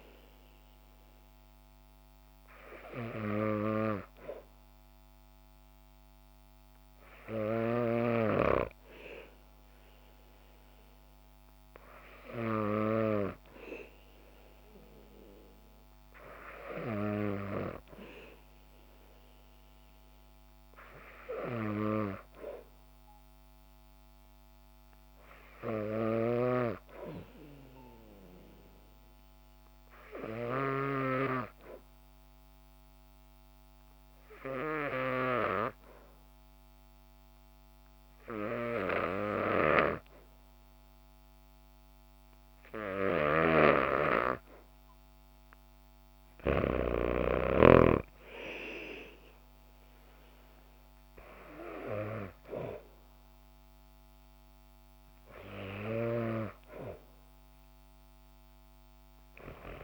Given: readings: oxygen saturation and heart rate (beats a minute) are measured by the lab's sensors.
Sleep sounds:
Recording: breathing in sleep by a microphone on the trachea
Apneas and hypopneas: 1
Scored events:
26.00-31.00 s: snoring (device-marked)
29.50-44.00 s: hypopnea (oxygen 96% before, 91% lowest, heart rate 63 before, 60 extreme, up 2 after)
39.50-47.00 s: snoring (device-marked)
46.00-49.50 s: arousal
47.50-59.84 s: oxygen desaturation (device-marked, oxygen 95% before, 91% lowest, heart rate 63 before, 59 extreme)
From the record:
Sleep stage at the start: N2 (light sleep)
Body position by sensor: on the back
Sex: female

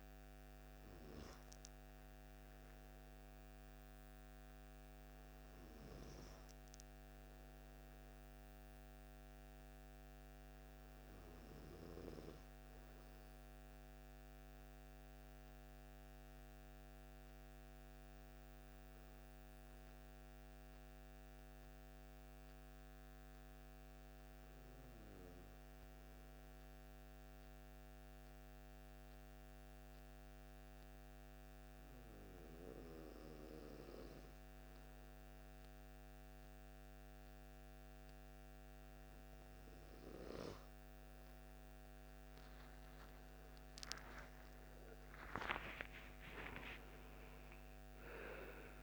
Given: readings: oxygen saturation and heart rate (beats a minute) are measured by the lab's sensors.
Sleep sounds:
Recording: breathing in sleep by a microphone on the trachea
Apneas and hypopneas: 1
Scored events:
0.00-2.00 s: arousal
0.00-9.50 s: oxygen desaturation (device-marked, oxygen 93% lowest)
16.50-38.00 s: hypopnea (oxygen 96% before, 93% lowest)
27.50-48.83 s: new sleep stage, N2 (light sleep)
41.50-46.50 s: arousal
From the record:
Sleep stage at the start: REM sleep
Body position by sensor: on the right side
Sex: male

